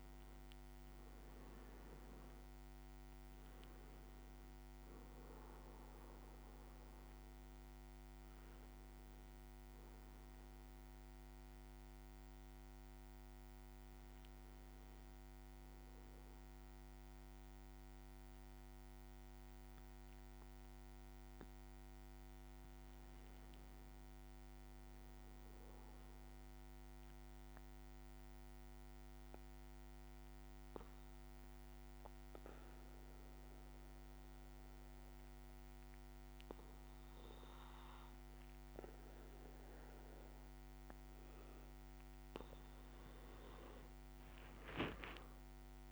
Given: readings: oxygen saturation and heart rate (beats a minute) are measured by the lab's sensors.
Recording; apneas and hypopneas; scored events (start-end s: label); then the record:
breathing in sleep, hard to hear, by a microphone on the trachea; 1
0.00-3.50 s: arousal
0.00-9.50 s: drop in pulse transit time (device-marked, heart rate 56 extreme)
0.00-45.92 s: bradycardia (device-marked, heart rate 53 extreme)
21.50-24.50 s: leg movement (device-marked)
21.50-25.50 s: arousal
27.50-41.50 s: obstructive apnea (oxygen 98% before, 96% lowest, heart rate 54 before, 52 extreme, up 6 after)
42.50-45.50 s: leg movement (device-marked)
44.50-45.92 s: arousal
From the record:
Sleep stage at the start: N2 (light sleep); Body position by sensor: on the back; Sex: male